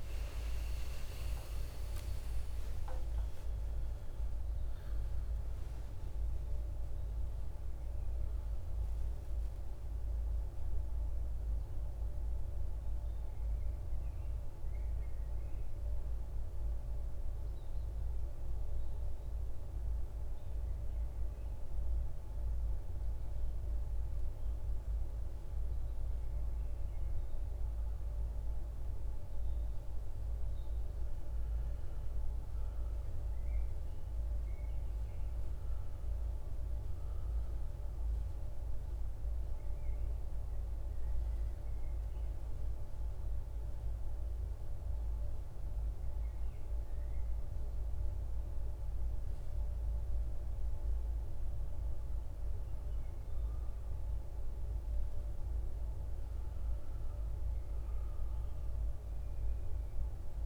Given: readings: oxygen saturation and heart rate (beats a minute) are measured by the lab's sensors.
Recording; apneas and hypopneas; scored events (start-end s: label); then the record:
breathing in sleep, hard to hear, by a room microphone; 2
0.00-1.50 s: arousal
0.00-21.00 s: oxygen desaturation (device-marked, oxygen 87% lowest, heart rate 52 extreme)
13.00-26.50 s: mixed apnea (oxygen 96% before, 87% lowest, heart rate 103 before, 52 extreme, up 5 after)
29.00-32.50 s: arousal
39.50-52.00 s: hypopnea (oxygen 100% before, 92% lowest, heart rate 55 before, 53 extreme, up 5 after)
55.50-60.46 s: arousal
From the record:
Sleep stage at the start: N2 (light sleep); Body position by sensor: on the right side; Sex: male